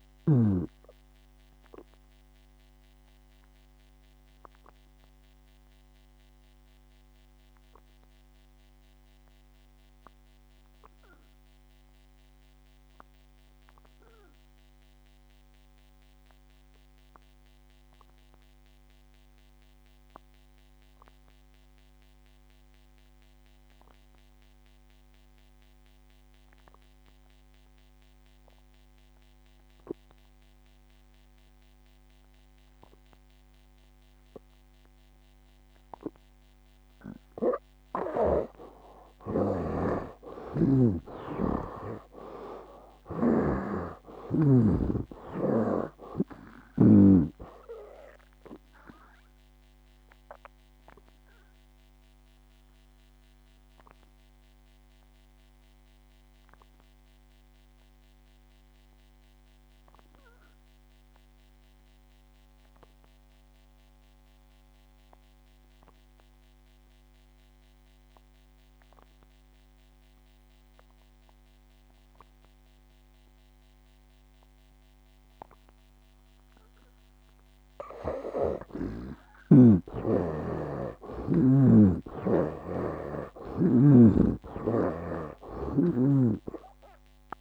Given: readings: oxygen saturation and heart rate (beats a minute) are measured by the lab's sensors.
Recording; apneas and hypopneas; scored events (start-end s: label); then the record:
breathing in sleep by a microphone on the trachea; 2
0.00-26.00 s: oxygen desaturation (device-marked, oxygen 75% lowest, heart rate 66 extreme)
2.50-38.00 s: obstructive apnea (oxygen 97% before, 75% lowest, heart rate 68 before, 64 extreme, up 8 after)
23.50-25.50 s: long interval between heartbeats (device-marked, heart rate 69 before, 73 extreme)
39.50-47.50 s: snoring (device-marked)
41.00-44.50 s: arousal
47.00-74.00 s: oxygen desaturation (device-marked, oxygen 94% before, 76% lowest, heart rate 70 before, 64 extreme)
48.50-78.00 s: obstructive apnea (oxygen 99% before, 76% lowest, heart rate 70 before, 63 extreme, up 8 after)
80.50-84.00 s: arousal
86.00-87.41 s: oxygen desaturation (device-marked, oxygen 97% before, 81% lowest, heart rate 67 before, 62 extreme)
From the record:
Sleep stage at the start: N2 (light sleep); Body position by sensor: on the back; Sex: male